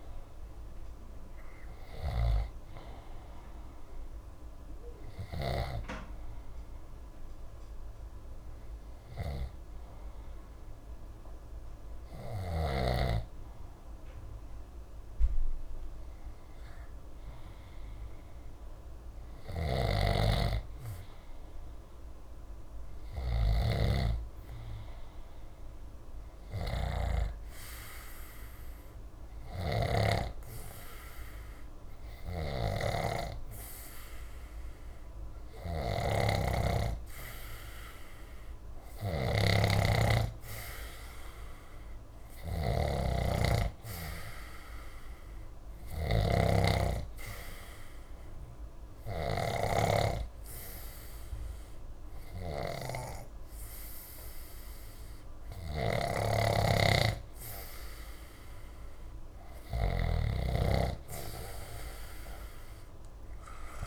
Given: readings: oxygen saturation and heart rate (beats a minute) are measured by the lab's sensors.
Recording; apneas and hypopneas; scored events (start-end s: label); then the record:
breathing in sleep by a room microphone; 1
19.50-23.50 s: snoring (device-marked)
22.00-25.00 s: arousal
28.00-58.00 s: obstructive apnea (oxygen 96% before, 90% lowest, heart rate 66 before, 61 extreme, up 0 after)
29.50-60.00 s: snoring (device-marked)
From the record:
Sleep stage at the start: N2 (light sleep); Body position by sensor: on the back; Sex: male